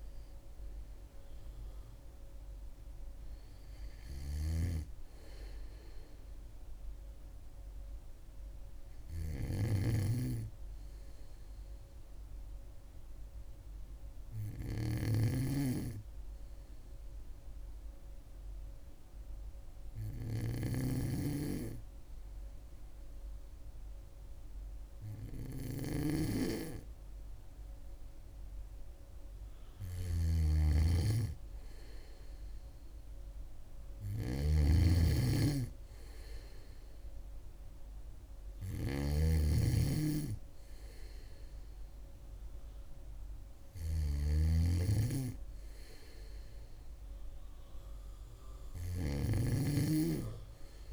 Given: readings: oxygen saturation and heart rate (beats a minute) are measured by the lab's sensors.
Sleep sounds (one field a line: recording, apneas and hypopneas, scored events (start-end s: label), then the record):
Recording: breathing in sleep by a room microphone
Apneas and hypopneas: 1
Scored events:
0.50-21.50 s: oxygen desaturation (device-marked, oxygen 100% before, 95% lowest, heart rate 67 before, 62 extreme)
4.00-50.93 s: snoring (device-marked)
7.50-28.00 s: hypopnea (oxygen 100% before, 95% lowest, heart rate 67 before, 62 extreme, up 3 after)
29.50-33.00 s: arousal
From the record:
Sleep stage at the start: N2 (light sleep)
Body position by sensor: on the back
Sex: female